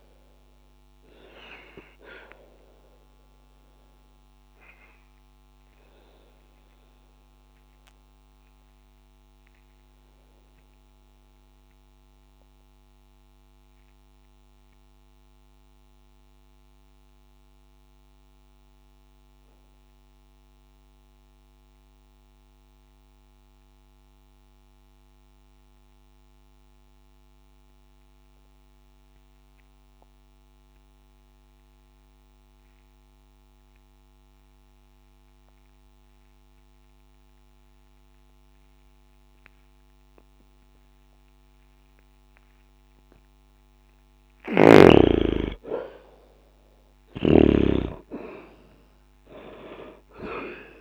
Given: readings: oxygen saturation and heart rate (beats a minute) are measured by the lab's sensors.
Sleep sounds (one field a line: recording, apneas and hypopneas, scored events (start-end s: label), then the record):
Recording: breathing in sleep by a microphone on the trachea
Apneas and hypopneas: 1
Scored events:
0.00-23.00 s: oxygen desaturation (device-marked, oxygen 75% lowest, heart rate 60 extreme)
1.50-46.00 s: obstructive apnea (oxygen 98% before, 75% lowest, heart rate 63 before, 60 extreme, up 0 after)
40.00-50.81 s: oxygen desaturation (device-marked, oxygen 98% before, 76% lowest, heart rate 60 before, 59 extreme)
49.50-50.81 s: arousal
From the record:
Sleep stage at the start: N2 (light sleep)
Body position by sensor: on the back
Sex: male